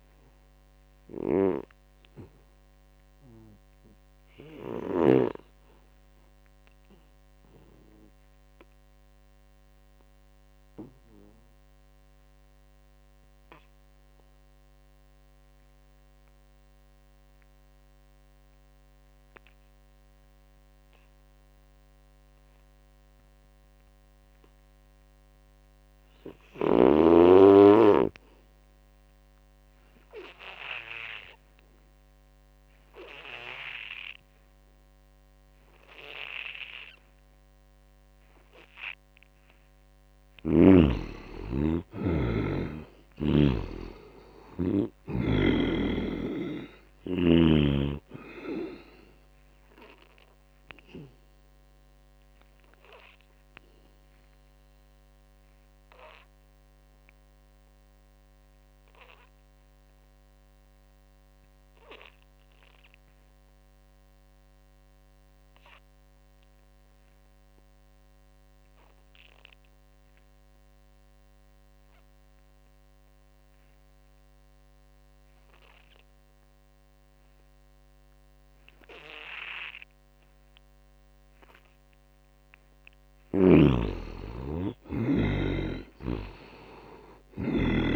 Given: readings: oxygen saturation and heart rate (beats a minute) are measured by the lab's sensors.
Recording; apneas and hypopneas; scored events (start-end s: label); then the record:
breathing in sleep by a microphone on the trachea; 2
0.00-8.00 s: oxygen desaturation (device-marked, oxygen 71% lowest, heart rate 66 extreme)
1.00-40.00 s: obstructive apnea (oxygen 95% before, 71% lowest, heart rate 79 before, 67 extreme, up 12 after)
18.00-47.00 s: oxygen desaturation (device-marked, oxygen 99% before, 77% lowest, heart rate 84 before, 67 extreme)
42.00-45.00 s: arousal
48.50-81.50 s: obstructive apnea (oxygen 96% before, 71% lowest, heart rate 71 before, 59 extreme, up 9 after)
57.00-67.00 s: oxygen desaturation (device-marked, oxygen 81% before, 75% lowest, heart rate 78 before, 59 extreme)
69.00-87.96 s: oxygen desaturation (device-marked, oxygen 98% before, 71% lowest, heart rate 81 before, 59 extreme)
83.00-87.00 s: arousal
From the record:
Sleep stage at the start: N2 (light sleep); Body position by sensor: on the back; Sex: male